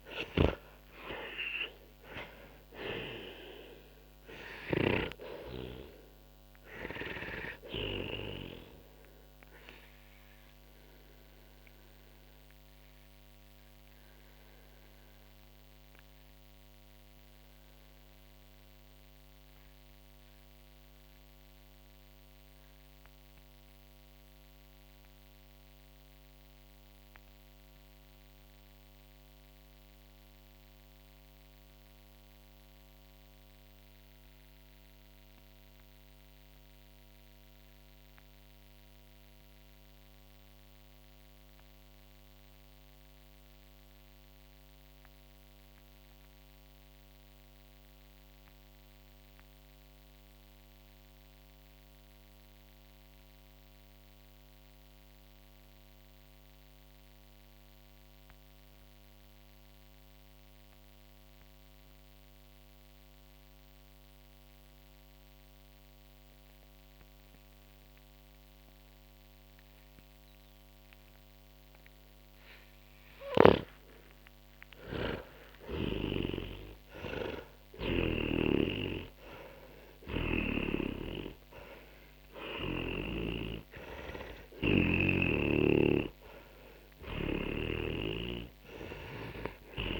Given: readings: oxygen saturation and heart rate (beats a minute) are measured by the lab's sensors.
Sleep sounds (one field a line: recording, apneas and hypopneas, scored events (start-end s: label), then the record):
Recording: breathing in sleep by a microphone on the trachea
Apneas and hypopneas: 1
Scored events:
0.00-5.00 s: snoring (device-marked)
0.00-39.00 s: oxygen desaturation (device-marked, oxygen 80% lowest, heart rate 36 extreme)
8.00-73.00 s: obstructive apnea (oxygen 97% before, 79% lowest, heart rate 64 before, 36 extreme, up 20 after)
65.00-90.00 s: oxygen desaturation (device-marked, oxygen 98% before, 79% lowest, heart rate 45 before, 37 extreme)
73.50-79.00 s: arousal
From the record:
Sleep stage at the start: N2 (light sleep)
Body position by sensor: on the back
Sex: male